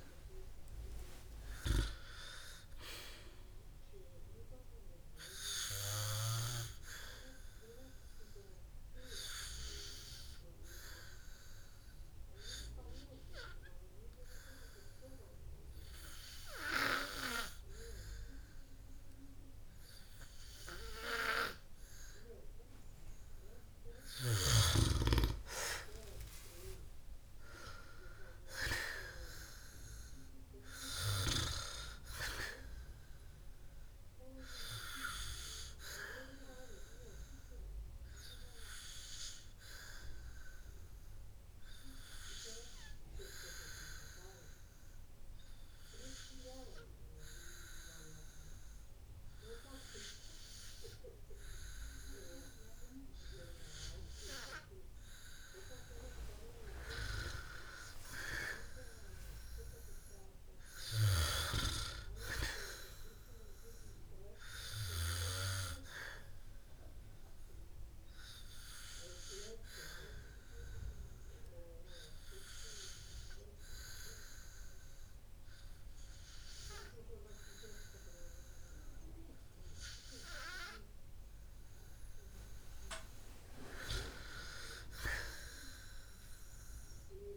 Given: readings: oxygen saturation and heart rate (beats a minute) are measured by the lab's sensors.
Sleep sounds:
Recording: breathing in sleep by a room microphone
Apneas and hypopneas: 2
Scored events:
0.00-6.00 s: oxygen desaturation (device-marked, oxygen 93% lowest, heart rate 56 extreme)
29.50-32.50 s: arousal
36.00-53.50 s: hypopnea (oxygen 96% before, 93% lowest, heart rate 61 before, 52 extreme, up 8 after)
58.50-61.50 s: arousal
67.00-82.50 s: hypopnea (oxygen 96% before, 95% lowest, heart rate 57 before, 54 extreme, up 7 after)
86.00-87.37 s: arousal
From the record:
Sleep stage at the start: N2 (light sleep)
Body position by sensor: on the back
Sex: male

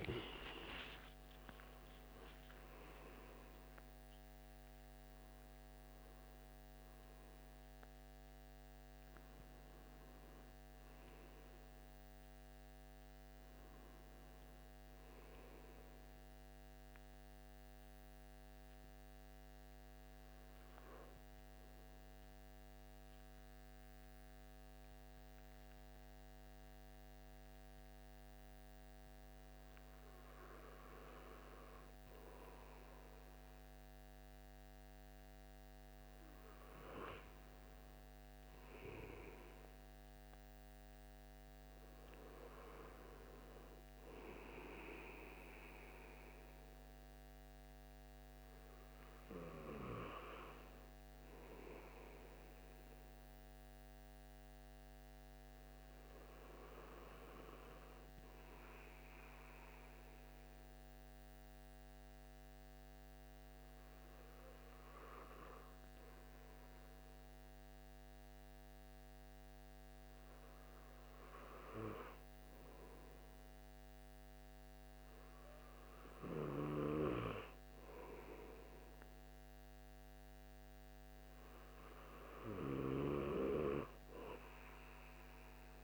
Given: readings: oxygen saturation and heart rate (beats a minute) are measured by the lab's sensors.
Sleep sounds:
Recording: a person partly awake in a sleep study, by a microphone on the trachea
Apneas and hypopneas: 2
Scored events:
15.00-85.84 s: new sleep stage, N2 (light sleep)
17.50-37.00 s: hypopnea (oxygen 97% before, 94% lowest)
41.00-44.50 s: arousal
52.00-71.00 s: hypopnea (oxygen 96% before, 94% lowest)
75.00-79.00 s: arousal
From the record:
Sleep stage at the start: awake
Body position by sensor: on the back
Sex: male

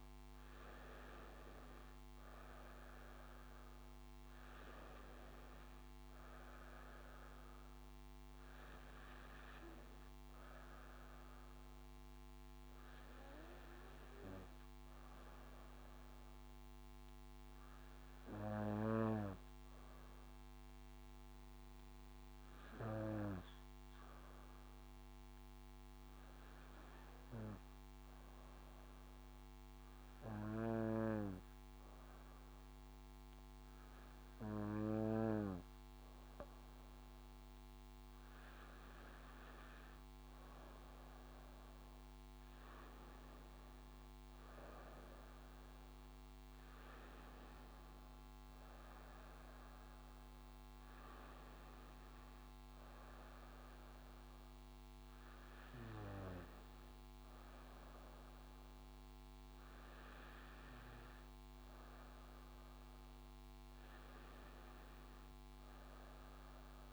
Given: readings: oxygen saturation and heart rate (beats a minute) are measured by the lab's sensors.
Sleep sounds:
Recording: breathing in sleep by a microphone on the trachea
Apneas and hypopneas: 1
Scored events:
0.00-1.50 s: arousal
18.00-37.50 s: hypopnea (oxygen 99% before, 98% lowest, heart rate 62 before, 55 extreme, up 9 after)
39.50-43.00 s: arousal
48.00-66.93 s: new sleep stage, N1 (lightest sleep)
From the record:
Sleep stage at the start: N2 (light sleep)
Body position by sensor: on the back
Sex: female

